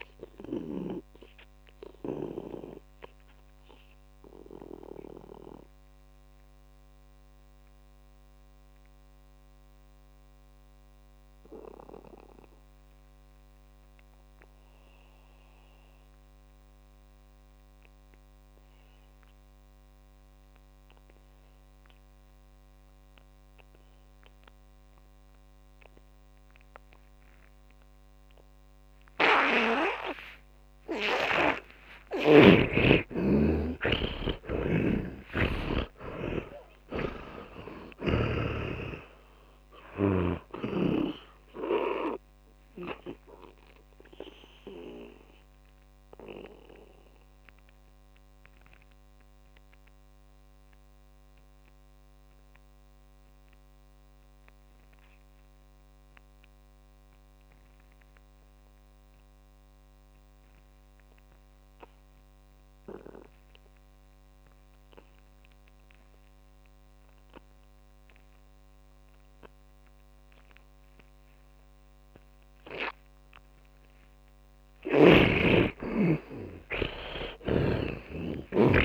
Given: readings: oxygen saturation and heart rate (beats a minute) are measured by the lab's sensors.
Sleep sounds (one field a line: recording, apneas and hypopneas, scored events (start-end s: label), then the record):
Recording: breathing in sleep by a microphone on the trachea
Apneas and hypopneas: 2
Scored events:
0.00-1.50 s: snoring (device-marked)
0.00-20.00 s: oxygen desaturation (device-marked, oxygen 77% lowest)
1.50-31.00 s: mixed apnea (oxygen 100% before, 77% lowest)
32.00-36.50 s: arousal
33.00-64.00 s: oxygen desaturation (device-marked, oxygen 100% before, 78% lowest)
35.00-39.00 s: snoring (device-marked)
45.00-73.50 s: mixed apnea (oxygen 100% before, 77% lowest)
73.00-78.85 s: oxygen desaturation (device-marked, oxygen 100% before, 77% lowest)
76.00-78.85 s: arousal
77.50-78.85 s: snoring (device-marked)
From the record:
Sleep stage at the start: N2 (light sleep)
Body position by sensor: on the back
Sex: male